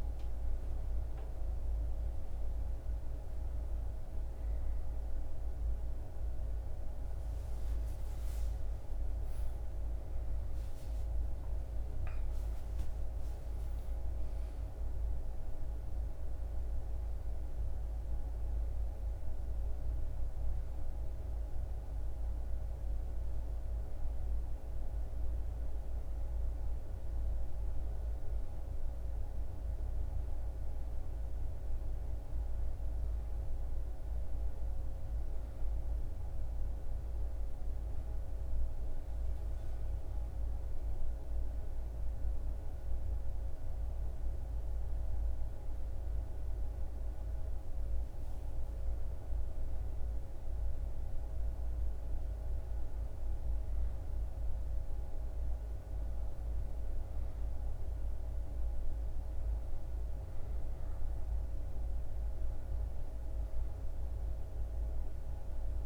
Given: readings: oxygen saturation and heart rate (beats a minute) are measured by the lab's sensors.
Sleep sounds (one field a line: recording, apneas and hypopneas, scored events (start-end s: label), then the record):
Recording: breathing in sleep, hard to hear, by a room microphone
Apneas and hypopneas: none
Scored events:
none scored
From the record:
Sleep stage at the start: N1 (lightest sleep)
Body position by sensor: on the back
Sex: male